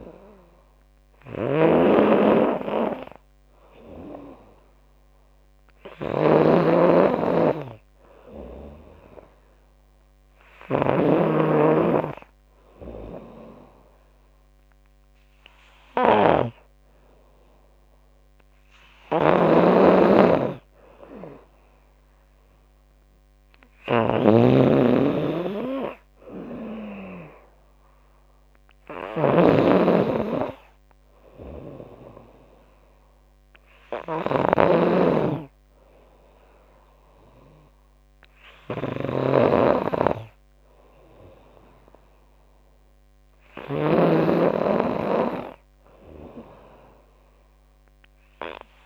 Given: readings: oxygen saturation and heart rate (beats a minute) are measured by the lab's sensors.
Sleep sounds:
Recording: breathing in sleep by a microphone on the trachea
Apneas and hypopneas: none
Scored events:
0.00-48.86 s: snoring (device-marked)
4.50-13.50 s: drop in pulse transit time (device-marked, heart rate 82 before, 83 extreme)
23.50-34.50 s: drop in pulse transit time (device-marked, heart rate 84 before, 79 extreme)
From the record:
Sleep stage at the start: N2 (light sleep)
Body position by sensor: on the back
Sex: female

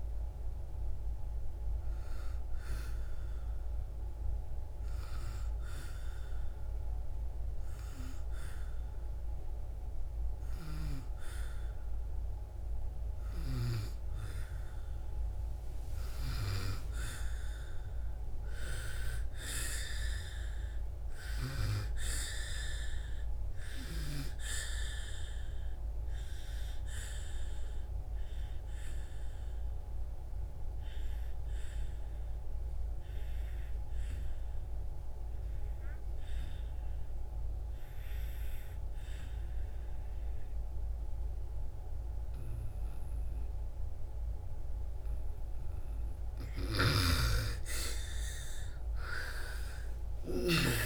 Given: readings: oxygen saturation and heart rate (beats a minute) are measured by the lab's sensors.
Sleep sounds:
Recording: breathing in sleep by a room microphone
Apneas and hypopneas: 2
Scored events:
3.50-14.50 s: obstructive apnea (oxygen 98% before, 81% lowest)
17.00-20.50 s: arousal
20.50-35.50 s: oxygen desaturation (device-marked, oxygen 96% before, 91% lowest)
25.50-45.00 s: obstructive apnea (oxygen 98% before, 81% lowest)
37.50-50.86 s: oxygen desaturation (device-marked, oxygen 96% before, 86% lowest)
46.00-50.00 s: snoring (device-marked)
49.00-50.86 s: arousal
From the record:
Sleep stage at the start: N2 (light sleep)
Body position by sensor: on the back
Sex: female

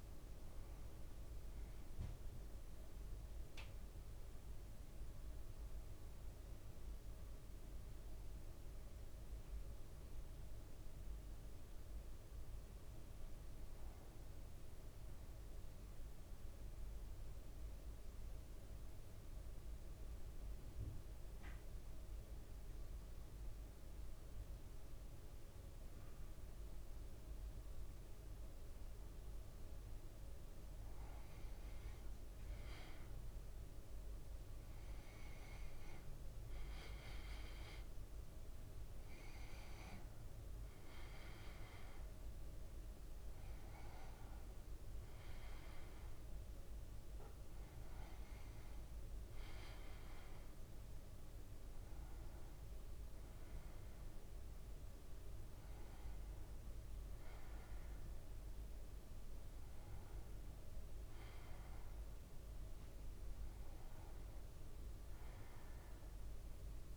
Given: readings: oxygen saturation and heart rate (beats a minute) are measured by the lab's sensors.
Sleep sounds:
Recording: breathing in sleep, hard to hear, by a room microphone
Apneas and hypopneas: 1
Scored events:
0.00-17.00 s: oxygen desaturation (device-marked, oxygen 95% lowest, heart rate 57 extreme)
15.50-30.50 s: mixed apnea (oxygen 99% before, 93% lowest, heart rate 58 before, 57 extreme, up 4 after)
31.00-66.97 s: oxygen desaturation (device-marked, oxygen 98% before, 93% lowest, heart rate 58 before, 54 extreme)
33.00-37.00 s: arousal
From the record:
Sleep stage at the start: N2 (light sleep)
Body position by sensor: on the back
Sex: male

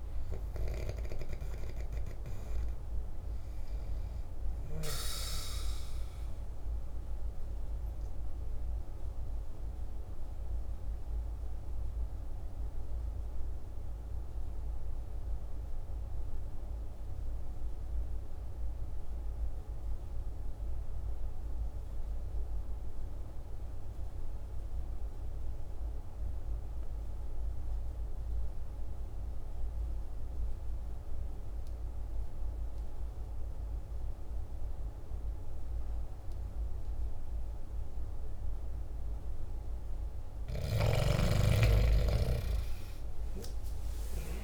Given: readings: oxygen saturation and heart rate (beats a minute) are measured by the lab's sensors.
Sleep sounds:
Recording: breathing in sleep by a room microphone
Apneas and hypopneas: 1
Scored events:
0.00-17.50 s: oxygen desaturation (device-marked, oxygen 82% lowest, heart rate 48 extreme)
8.50-40.00 s: mixed apnea (oxygen 96% before, 82% lowest, heart rate 60 before, 49 extreme, up 15 after)
31.50-44.44 s: oxygen desaturation (device-marked, oxygen 99% before, 85% lowest, heart rate 50 before, 49 extreme)
43.00-44.44 s: arousal
From the record:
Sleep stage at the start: N2 (light sleep)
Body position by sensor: on the back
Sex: male

